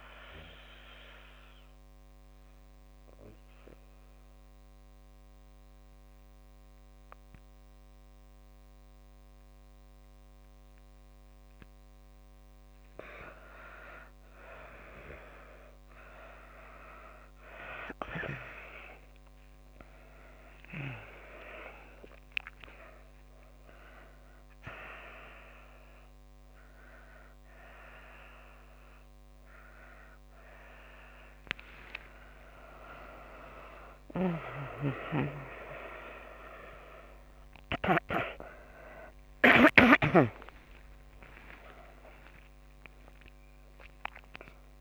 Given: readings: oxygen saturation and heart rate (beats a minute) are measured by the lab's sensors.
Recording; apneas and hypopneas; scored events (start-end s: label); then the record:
a person partly awake in a sleep study, by a microphone on the trachea; 1
0.00-5.00 s: oxygen desaturation (device-marked, oxygen 92% lowest)
0.50-12.50 s: obstructive apnea (oxygen 97% before, 86% lowest)
28.00-44.81 s: oxygen desaturation (device-marked, oxygen 94% before, 86% lowest)
31.00-44.81 s: new sleep stage, awake
From the record:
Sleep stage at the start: N1 (lightest sleep); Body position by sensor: on the back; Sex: female